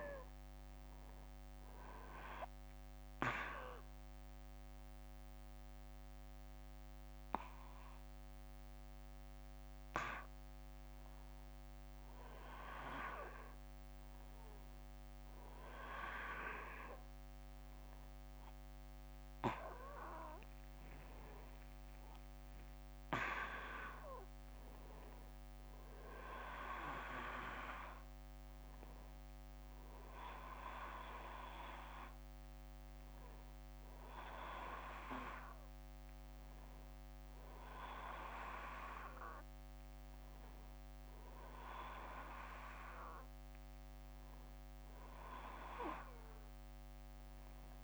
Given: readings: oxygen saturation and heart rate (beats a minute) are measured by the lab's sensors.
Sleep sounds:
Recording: breathing in sleep by a microphone on the trachea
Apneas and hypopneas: none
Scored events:
20.00-24.50 s: arousal
From the record:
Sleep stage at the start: N1 (lightest sleep)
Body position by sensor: on the back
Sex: male

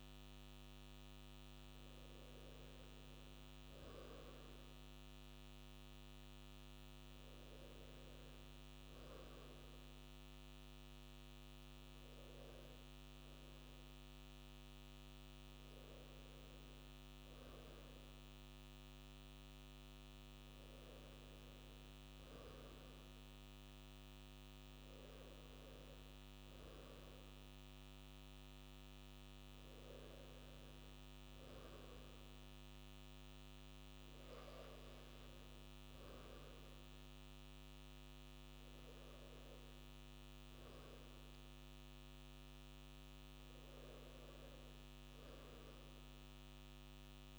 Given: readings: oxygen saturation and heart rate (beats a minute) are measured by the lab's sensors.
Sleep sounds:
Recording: a person awake in a sleep study, hard to hear, by a microphone on the trachea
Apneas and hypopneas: none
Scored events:
none scored
From the record:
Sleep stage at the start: awake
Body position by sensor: on the right side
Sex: male

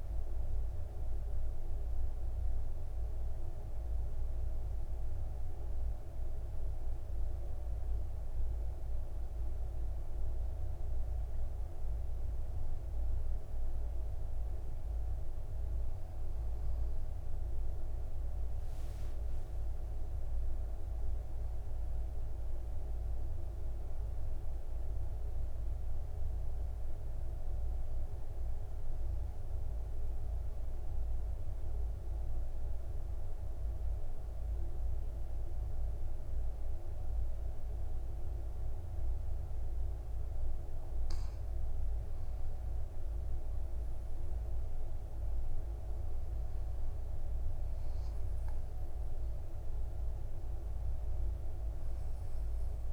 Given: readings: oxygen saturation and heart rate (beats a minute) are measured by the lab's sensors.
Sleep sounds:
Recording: breathing in sleep, hard to hear, by a room microphone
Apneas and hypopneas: 2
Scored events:
0.00-7.50 s: oxygen desaturation (device-marked, oxygen 92% lowest, heart rate 54 extreme)
2.00-13.00 s: central apnea (oxygen 98% before, 91% lowest, heart rate 60 before, 54 extreme, up 11 after)
16.00-20.00 s: arousal
22.50-36.50 s: oxygen desaturation (device-marked, oxygen 98% before, 94% lowest, heart rate 60 before, 54 extreme)
29.00-42.50 s: central apnea (oxygen 99% before, 91% lowest, heart rate 63 before, 54 extreme, up 9 after)
44.00-47.50 s: arousal
47.50-52.93 s: oxygen desaturation (device-marked, oxygen 97% before, 91% lowest, heart rate 59 before, 54 extreme)
From the record:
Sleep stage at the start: N2 (light sleep)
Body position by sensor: on the back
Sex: male

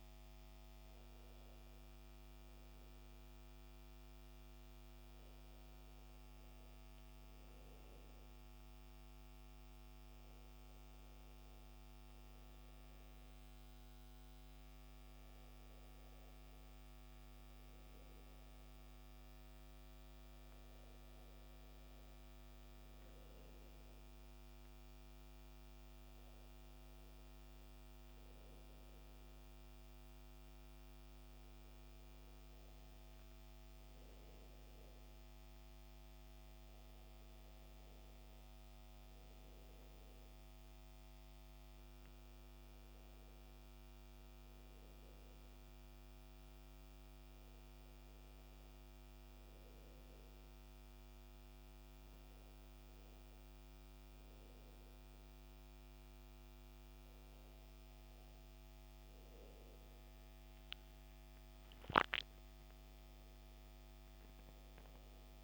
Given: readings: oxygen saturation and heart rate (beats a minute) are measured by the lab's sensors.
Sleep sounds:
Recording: breathing in sleep, hard to hear, by a microphone on the trachea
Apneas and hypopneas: none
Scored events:
25.00-65.44 s: new sleep stage, N2 (light sleep)
From the record:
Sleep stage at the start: N1 (lightest sleep)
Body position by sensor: on the back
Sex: male

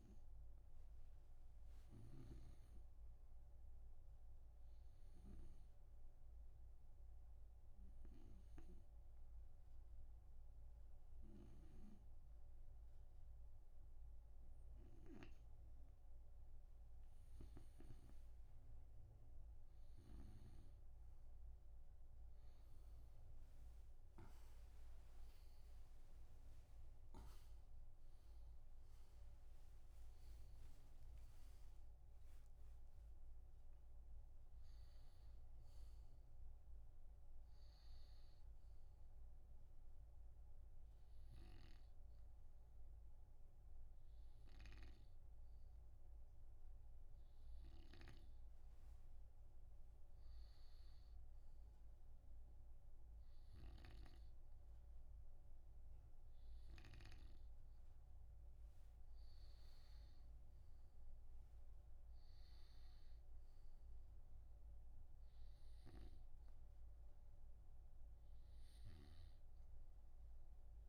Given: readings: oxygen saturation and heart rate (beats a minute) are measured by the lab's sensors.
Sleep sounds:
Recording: breathing in sleep by a room microphone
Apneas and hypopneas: 2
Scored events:
2.50-6.00 s: snoring (device-marked)
6.00-17.00 s: hypopnea (oxygen 96% before, 91% lowest)
26.00-30.50 s: arousal
40.00-50.50 s: hypopnea (oxygen 95% before, 92% lowest)
48.00-57.50 s: snoring (device-marked)
53.00-56.50 s: arousal
From the record:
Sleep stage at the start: N2 (light sleep)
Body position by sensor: on the right side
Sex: male

